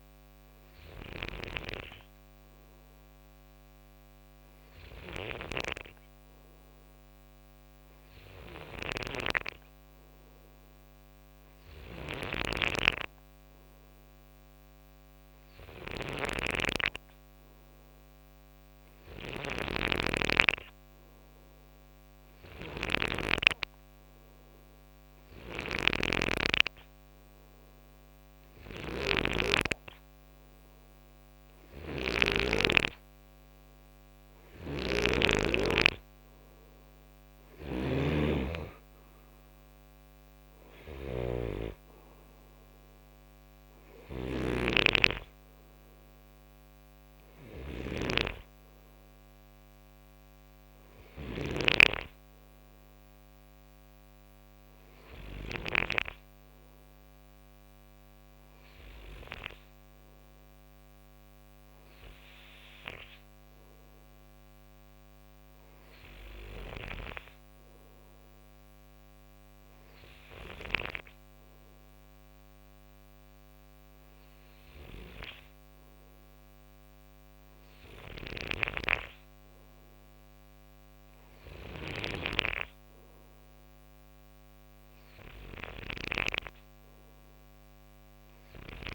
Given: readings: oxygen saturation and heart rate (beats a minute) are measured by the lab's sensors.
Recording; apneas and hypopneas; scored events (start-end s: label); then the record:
breathing in sleep by a microphone on the trachea; none
0.00-55.00 s: snoring (device-marked)
66.00-70.50 s: snoring (device-marked)
77.50-88.95 s: snoring (device-marked)
From the record:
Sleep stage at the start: N2 (light sleep); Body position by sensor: on the right side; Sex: male